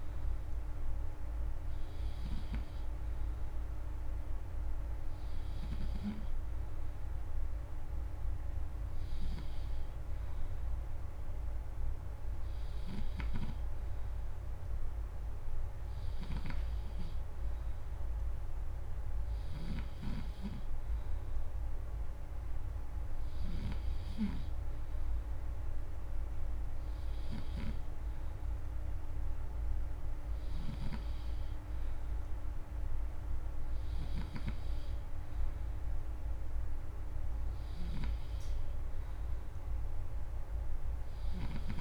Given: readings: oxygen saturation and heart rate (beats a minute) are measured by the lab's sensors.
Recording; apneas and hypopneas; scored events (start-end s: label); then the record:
breathing in sleep by a room microphone; none
19.00-27.50 s: snoring (device-marked)
33.50-41.81 s: snoring (device-marked)
From the record:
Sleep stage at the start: N3 (deep sleep); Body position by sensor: on the back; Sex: male